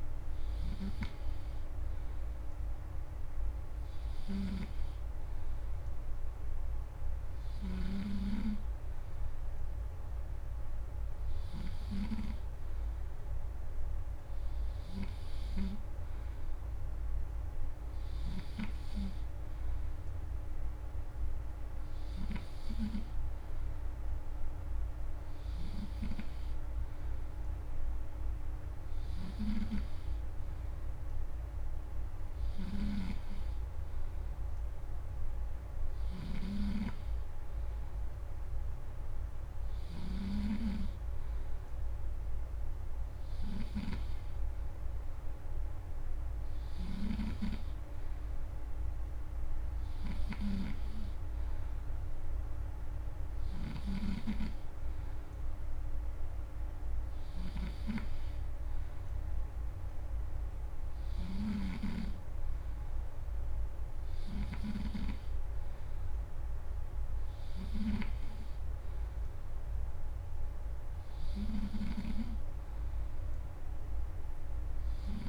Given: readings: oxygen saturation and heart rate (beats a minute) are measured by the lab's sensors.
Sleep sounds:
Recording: breathing in sleep by a room microphone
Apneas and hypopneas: none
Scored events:
4.00-7.50 s: snoring (device-marked)
32.00-40.00 s: snoring (device-marked)
46.50-64.50 s: snoring (device-marked)
From the record:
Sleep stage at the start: N3 (deep sleep)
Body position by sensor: on the back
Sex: male

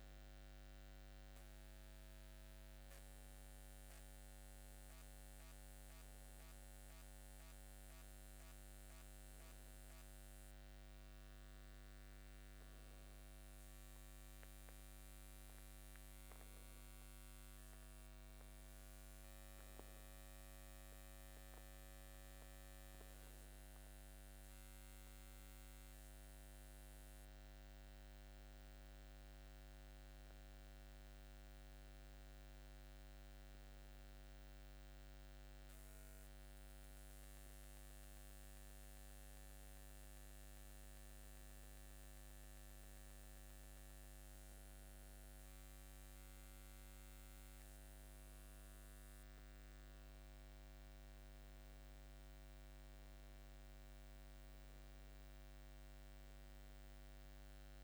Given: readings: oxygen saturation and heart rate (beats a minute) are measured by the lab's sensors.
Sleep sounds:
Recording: breathing in sleep, hard to hear, by a microphone on the trachea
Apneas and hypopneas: none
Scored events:
none scored
From the record:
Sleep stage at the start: N2 (light sleep)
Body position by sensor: upright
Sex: male

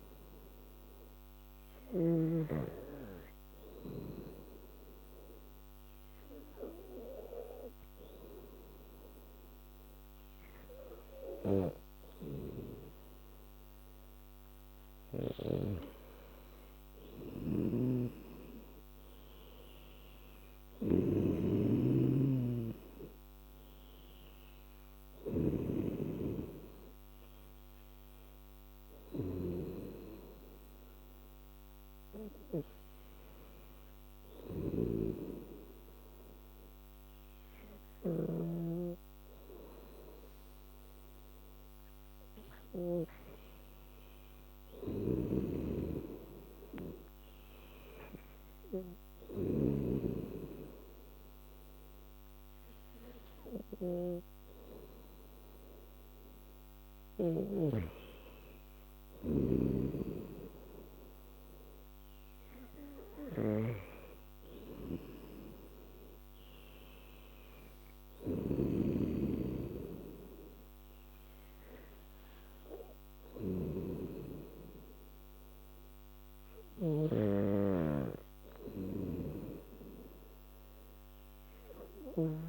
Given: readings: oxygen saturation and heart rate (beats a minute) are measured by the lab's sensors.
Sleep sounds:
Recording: breathing in sleep by a microphone on the trachea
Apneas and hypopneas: 2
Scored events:
0.00-4.50 s: oxygen desaturation (device-marked, oxygen 91% lowest, heart rate 68 extreme)
0.50-14.00 s: obstructive apnea (oxygen 97% before, 93% lowest, heart rate 79 before, 70 extreme, up 8 after)
16.00-19.50 s: arousal
17.50-38.50 s: snoring (device-marked)
29.50-43.00 s: hypopnea (oxygen 97% before, 93% lowest, heart rate 79 before, 75 extreme, up 5 after)
44.50-48.00 s: arousal
45.00-50.00 s: snoring (device-marked)
61.50-70.50 s: oxygen desaturation (device-marked, oxygen 96% before, 93% lowest, heart rate 77 before, 72 extreme)
68.50-77.00 s: snoring (device-marked)
79.00-82.49 s: snoring (device-marked)
From the record:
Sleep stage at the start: N2 (light sleep)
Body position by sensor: on the back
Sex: female

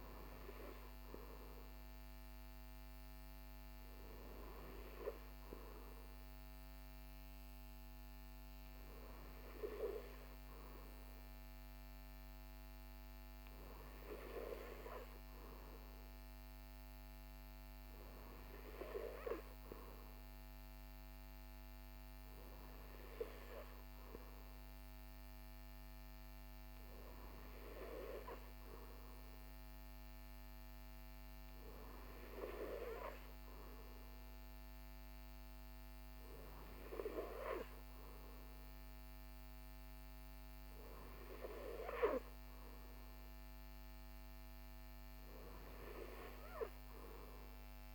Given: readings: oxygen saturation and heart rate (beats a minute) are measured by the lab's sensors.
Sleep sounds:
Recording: breathing in sleep by a microphone on the trachea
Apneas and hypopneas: none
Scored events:
none scored
From the record:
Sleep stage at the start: N3 (deep sleep)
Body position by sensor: on the right side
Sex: male

